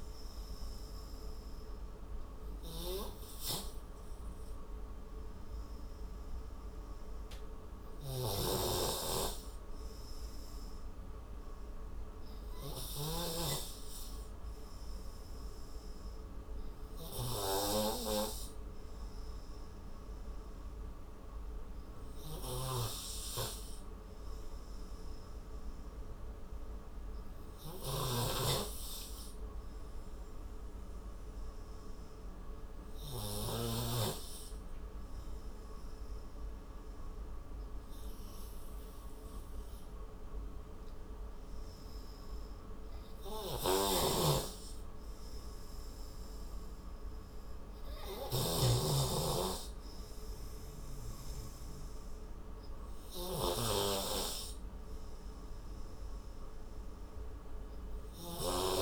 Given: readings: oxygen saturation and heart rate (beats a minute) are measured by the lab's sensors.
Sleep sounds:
breathing in sleep by a room microphone; 1
8.00-13.50 s: snoring (device-marked)
24.00-41.00 s: hypopnea (oxygen 94% before, 92% lowest, heart rate 44 before, 33 extreme, up 16 after)
28.00-34.00 s: snoring (device-marked)
41.50-45.50 s: arousal
43.50-58.82 s: snoring (device-marked)
From the record:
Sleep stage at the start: N2 (light sleep); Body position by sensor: on the right side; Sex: male

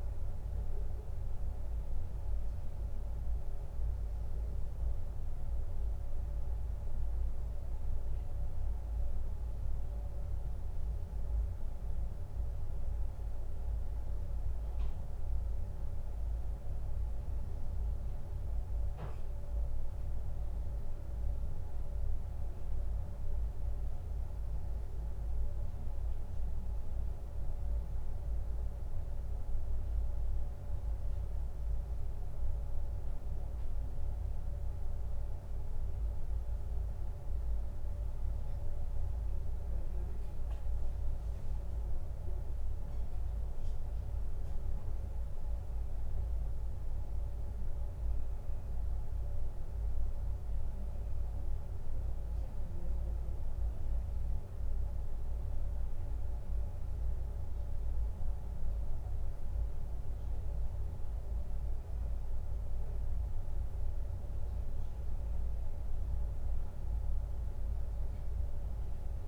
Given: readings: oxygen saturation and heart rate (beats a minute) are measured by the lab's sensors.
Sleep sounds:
breathing in sleep, hard to hear, by a room microphone; none
none scored
From the record:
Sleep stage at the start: N2 (light sleep); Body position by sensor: on the back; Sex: male

